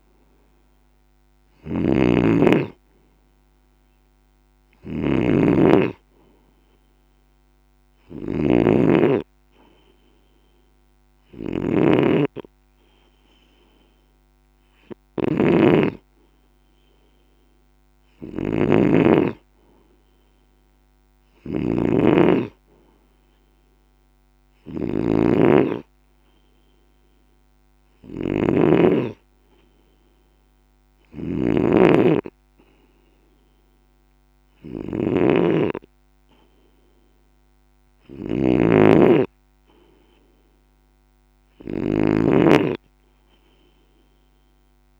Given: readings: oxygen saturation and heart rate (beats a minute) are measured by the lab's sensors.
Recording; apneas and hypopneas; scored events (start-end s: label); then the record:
breathing in sleep by a microphone on the trachea; none
0.00-2.00 s: arousal
0.00-44.99 s: snoring (device-marked)
From the record:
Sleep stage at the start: N2 (light sleep); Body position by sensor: on the left side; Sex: male